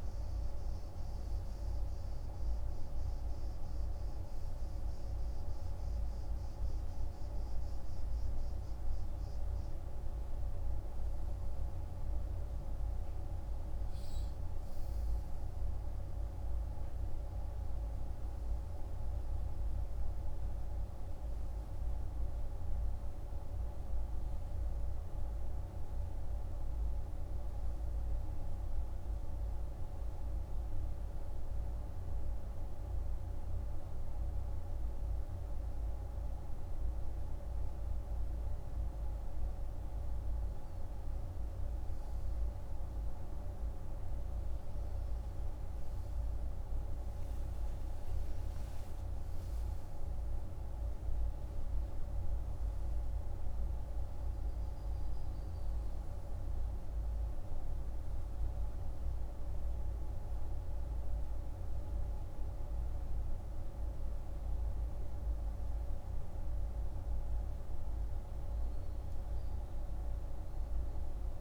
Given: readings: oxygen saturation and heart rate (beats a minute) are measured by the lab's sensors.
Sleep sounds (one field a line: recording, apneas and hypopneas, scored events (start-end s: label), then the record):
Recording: a person partly awake in a sleep study, hard to hear, by a room microphone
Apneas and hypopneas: none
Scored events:
1.00-71.41 s: new sleep stage, N2 (light sleep)
From the record:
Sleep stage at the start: awake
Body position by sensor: on the right side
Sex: male